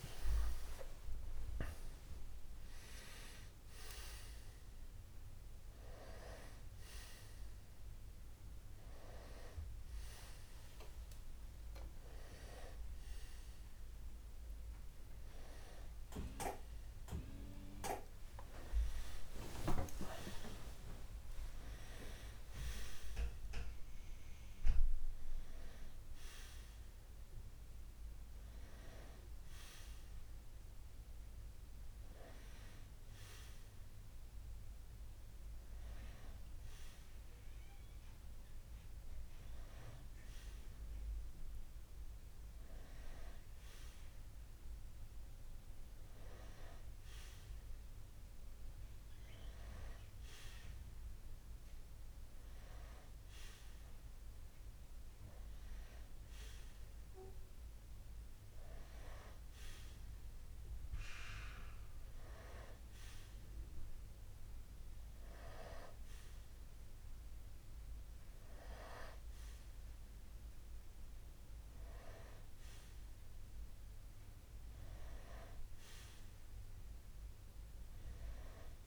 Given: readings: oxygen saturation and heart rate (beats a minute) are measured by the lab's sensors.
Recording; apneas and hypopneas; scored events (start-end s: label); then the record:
a person partly awake in a sleep study, by a room microphone; none
0.00-1.00 s: oxygen desaturation (device-marked, oxygen 91% lowest)
12.00-78.87 s: new sleep stage, N1 (lightest sleep)
37.00-49.00 s: oxygen desaturation (device-marked, oxygen 95% before, 91% lowest)
From the record:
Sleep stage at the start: awake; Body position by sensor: on the right side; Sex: male